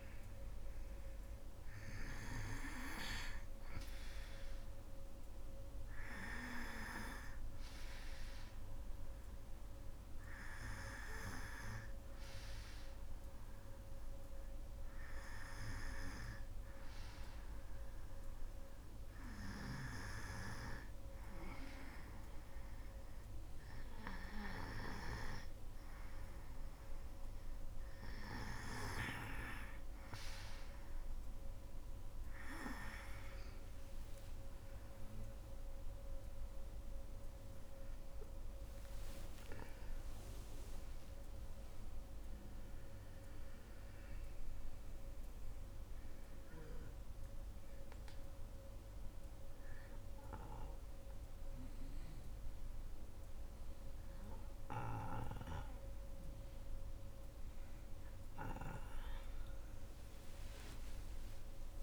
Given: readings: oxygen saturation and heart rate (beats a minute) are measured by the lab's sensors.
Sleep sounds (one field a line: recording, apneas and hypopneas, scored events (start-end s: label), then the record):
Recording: breathing in sleep by a room microphone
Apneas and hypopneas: 2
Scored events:
8.00-30.00 s: obstructive apnea (oxygen 95% before, 90% lowest, heart rate 70 before, 64 extreme, up 7 after)
32.50-45.50 s: oxygen desaturation (device-marked, oxygen 95% before, 90% lowest, heart rate 69 before, 63 extreme)
33.00-38.50 s: arousal
47.00-57.50 s: obstructive apnea (oxygen 95% before, 92% lowest, heart rate 73 before, 61 extreme, up 9 after)
59.50-61.83 s: arousal
From the record:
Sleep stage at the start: N2 (light sleep)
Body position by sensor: on the back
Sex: female